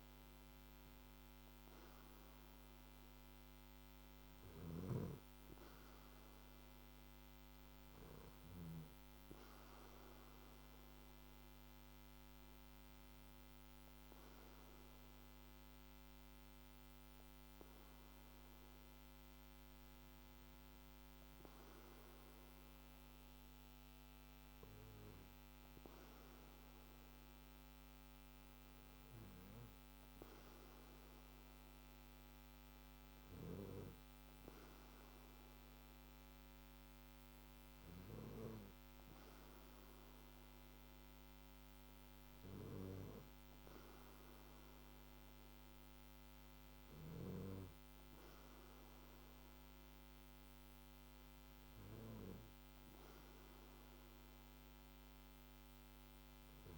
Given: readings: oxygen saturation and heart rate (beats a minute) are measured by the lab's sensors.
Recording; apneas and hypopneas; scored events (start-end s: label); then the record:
breathing in sleep by a microphone on the trachea; none
none scored
From the record:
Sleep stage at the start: N2 (light sleep); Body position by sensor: on the back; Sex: male